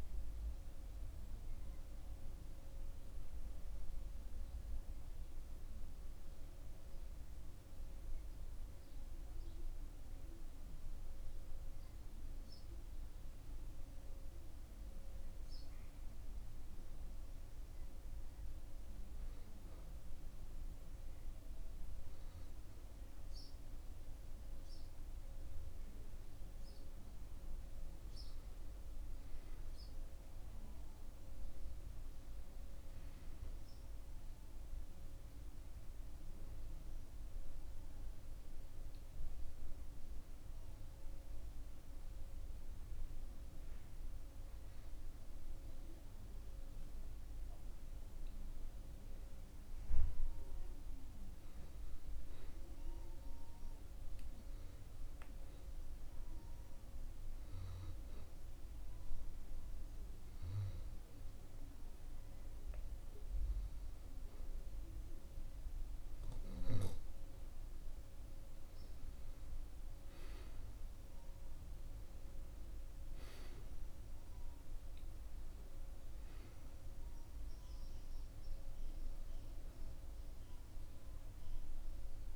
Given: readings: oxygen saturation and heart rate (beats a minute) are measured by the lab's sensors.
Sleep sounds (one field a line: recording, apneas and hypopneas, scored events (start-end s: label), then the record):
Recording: breathing in sleep, hard to hear, by a room microphone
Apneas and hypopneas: 3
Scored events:
2.00-7.00 s: arousal
17.50-28.00 s: obstructive apnea (oxygen 98% before, 91% lowest)
31.50-35.00 s: arousal
38.50-49.00 s: obstructive apnea (oxygen 97% before, 91% lowest)
51.00-54.00 s: arousal
56.50-67.00 s: hypopnea (oxygen 96% before, 91% lowest)
70.00-74.00 s: arousal
75.50-82.36 s: oxygen desaturation (device-marked, oxygen 95% before, 91% lowest)
From the record:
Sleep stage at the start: N2 (light sleep)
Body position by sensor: on the back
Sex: male